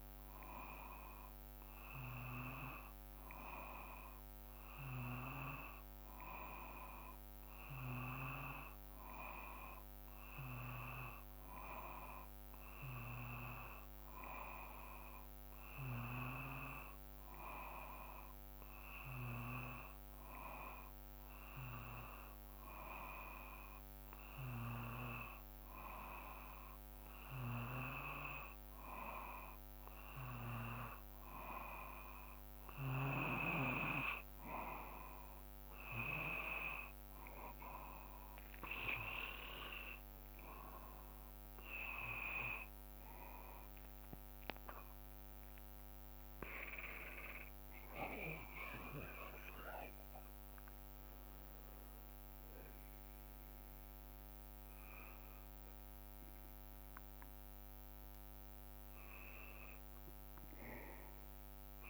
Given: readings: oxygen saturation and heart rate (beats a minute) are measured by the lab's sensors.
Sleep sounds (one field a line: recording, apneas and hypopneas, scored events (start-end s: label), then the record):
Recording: breathing in sleep by a microphone on the trachea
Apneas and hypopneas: none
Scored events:
none scored
From the record:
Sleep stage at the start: N2 (light sleep)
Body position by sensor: on the back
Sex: male